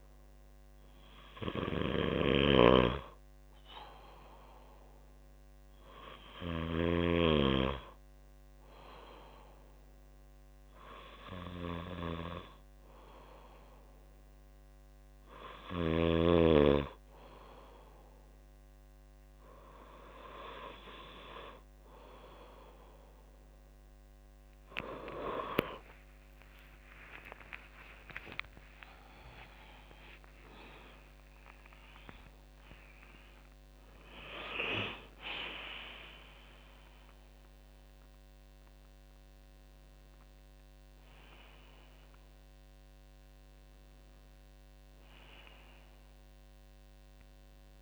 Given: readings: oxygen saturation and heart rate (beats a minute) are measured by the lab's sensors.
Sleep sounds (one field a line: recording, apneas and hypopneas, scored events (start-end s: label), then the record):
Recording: breathing in sleep by a microphone on the trachea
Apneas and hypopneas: none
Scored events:
1.50-7.00 s: snoring (device-marked)
24.50-30.00 s: arousal
25.50-29.50 s: tachycardia (device-marked, heart rate 52 before, 102 extreme)
26.50-28.50 s: long interval between heartbeats (device-marked, heart rate 52 before, 85 extreme)
29.00-31.00 s: long interval between heartbeats (device-marked, heart rate 56 before, 102 extreme)
43.50-47.82 s: new sleep stage, N1 (lightest sleep)
From the record:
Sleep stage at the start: N2 (light sleep)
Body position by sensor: on the back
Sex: female